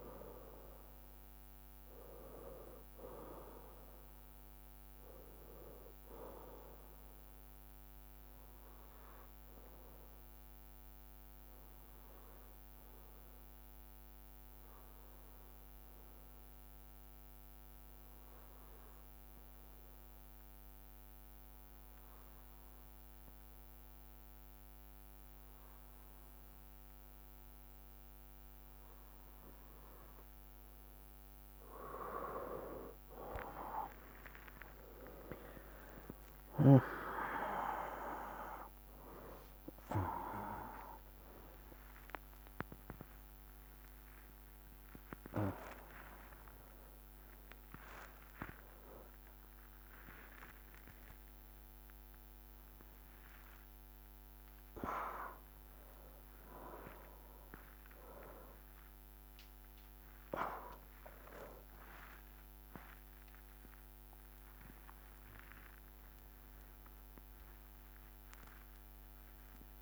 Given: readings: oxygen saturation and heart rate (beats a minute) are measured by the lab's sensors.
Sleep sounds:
a person awake in a sleep study, by a microphone on the trachea; 1
8.00-30.50 s: obstructive apnea (oxygen 97% before, 92% lowest, heart rate 66 before, 61 extreme, up 13 after)
18.00-69.82 s: new sleep stage, awake
35.00-49.00 s: drop in pulse transit time (device-marked, heart rate 62 before, 65 extreme)
39.00-41.00 s: long interval between heartbeats (device-marked, heart rate 63 before, 80 extreme)
40.00-42.00 s: tachycardia (device-marked, heart rate 64 before, 81 extreme)
43.00-45.00 s: long interval between heartbeats (device-marked, heart rate 68 before, 103 extreme)
64.50-66.50 s: long interval between heartbeats (device-marked, heart rate 80 before, 90 extreme)
66.00 s: drop in pulse transit time (device-marked)
68.00-69.82 s: drop in pulse transit time (device-marked, heart rate 78 before, 77 extreme)
From the record:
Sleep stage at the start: N2 (light sleep); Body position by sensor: on the right side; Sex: male

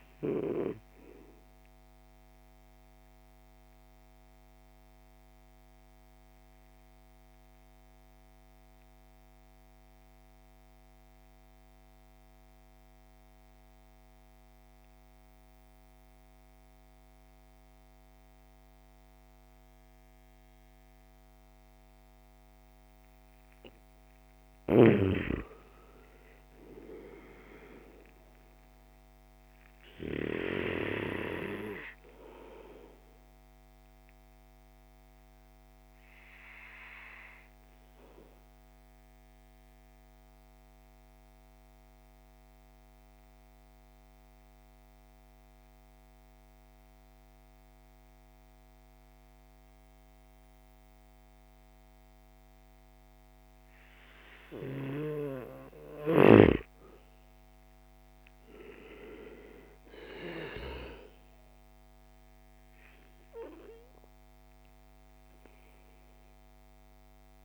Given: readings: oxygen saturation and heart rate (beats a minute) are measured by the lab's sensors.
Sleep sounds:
breathing in sleep by a microphone on the trachea; 2
0.00-23.50 s: oxygen desaturation (device-marked, oxygen 68% lowest)
1.50-23.50 s: central apnea (oxygen 98% before, 68% lowest)
26.00-30.00 s: arousal
29.50-56.50 s: oxygen desaturation (device-marked, oxygen 98% before, 82% lowest)
39.50-52.50 s: central apnea (oxygen 98% before, 82% lowest)
57.50-61.50 s: arousal
62.50-67.45 s: oxygen desaturation (device-marked, oxygen 97% before, 83% lowest)
From the record:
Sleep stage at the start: N2 (light sleep); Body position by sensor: on the back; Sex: male

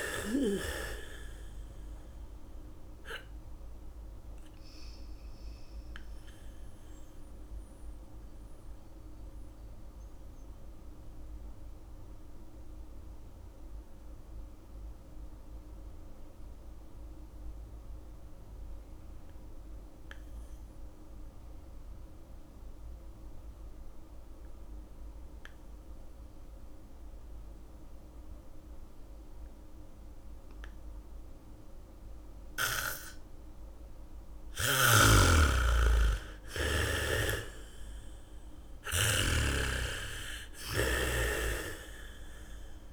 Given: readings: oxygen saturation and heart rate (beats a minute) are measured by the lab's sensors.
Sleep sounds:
breathing in sleep by a room microphone; 1
0.00-1.00 s: arousal
0.00-4.50 s: bradycardia (device-marked)
0.00-27.50 s: oxygen desaturation (device-marked, oxygen 81% lowest)
7.00-34.00 s: mixed apnea (oxygen 99% before, 80% lowest, heart rate 52 before, 35 extreme, up 4 after)
25.50-41.50 s: bradycardia (device-marked, heart rate 62 before, 35 extreme)
33.50-42.93 s: oxygen desaturation (device-marked, oxygen 98% before, 80% lowest, heart rate 66 before, 35 extreme)
35.00-40.00 s: snoring (device-marked)
35.50-39.50 s: arousal
From the record:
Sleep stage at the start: N2 (light sleep); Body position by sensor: on the back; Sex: female

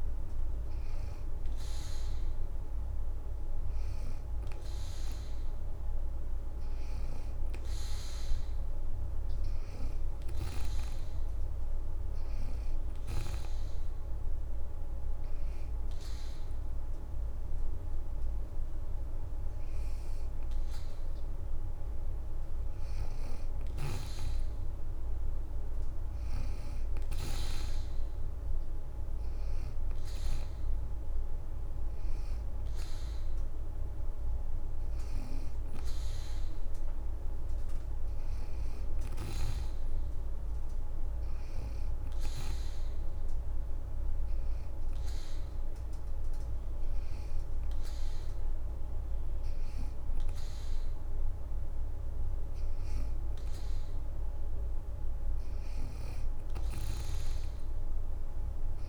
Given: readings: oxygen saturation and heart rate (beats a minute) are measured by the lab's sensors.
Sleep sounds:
breathing in sleep, hard to hear, by a room microphone; 2
13.00-23.00 s: hypopnea (oxygen 91% before, 82% lowest, heart rate 74 before, 71 extreme, up 3 after)
24.50-28.50 s: arousal
35.50-43.50 s: oxygen desaturation (device-marked, oxygen 89% before, 82% lowest, heart rate 78 before, 78 extreme)
44.50-54.50 s: hypopnea (oxygen 90% before, 85% lowest, heart rate 77 before, 69 extreme, up 3 after)
57.50-58.88 s: arousal
From the record:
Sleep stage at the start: N2 (light sleep); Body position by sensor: on the back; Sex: female

